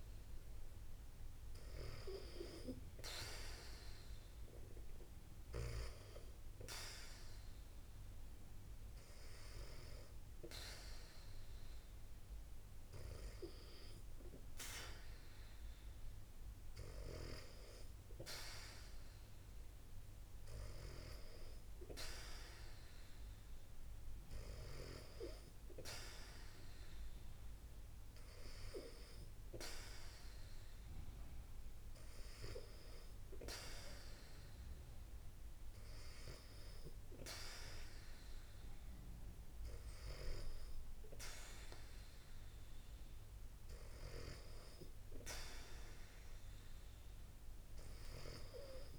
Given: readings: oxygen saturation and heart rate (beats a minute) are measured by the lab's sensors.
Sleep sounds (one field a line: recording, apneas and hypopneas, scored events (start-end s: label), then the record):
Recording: breathing in sleep by a room microphone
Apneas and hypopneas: none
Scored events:
none scored
From the record:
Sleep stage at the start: N2 (light sleep)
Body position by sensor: on the back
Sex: female